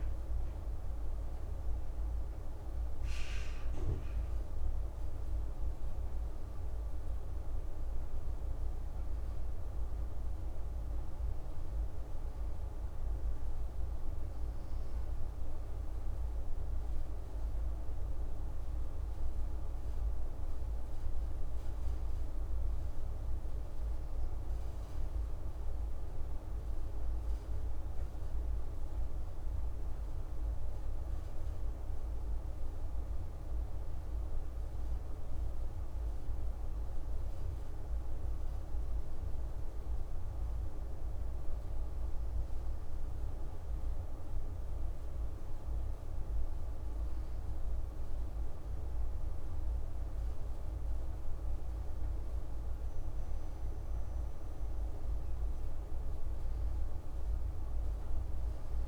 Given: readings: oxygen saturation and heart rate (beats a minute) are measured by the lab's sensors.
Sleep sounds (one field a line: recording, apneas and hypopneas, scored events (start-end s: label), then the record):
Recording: breathing in sleep, hard to hear, by a room microphone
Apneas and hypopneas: 1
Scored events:
4.50-58.87 s: new sleep stage, N2 (light sleep)
30.50-43.50 s: hypopnea (oxygen 97% before, 94% lowest)
46.50-51.50 s: arousal
From the record:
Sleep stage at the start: N1 (lightest sleep)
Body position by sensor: on the back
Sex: male